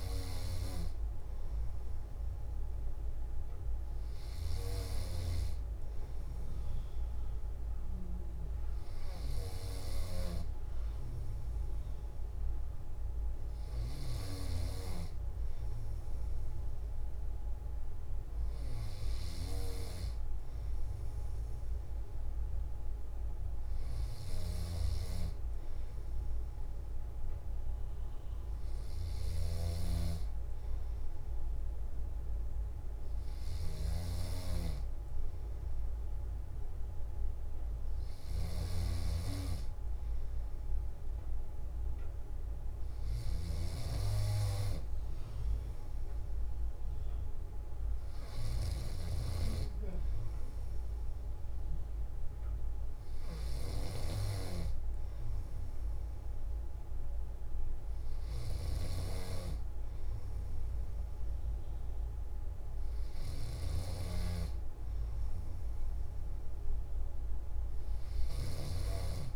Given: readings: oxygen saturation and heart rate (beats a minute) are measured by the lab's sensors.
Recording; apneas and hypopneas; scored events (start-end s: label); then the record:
breathing in sleep by a room microphone; none
none scored
From the record:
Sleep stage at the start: N1 (lightest sleep); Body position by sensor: on the back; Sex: male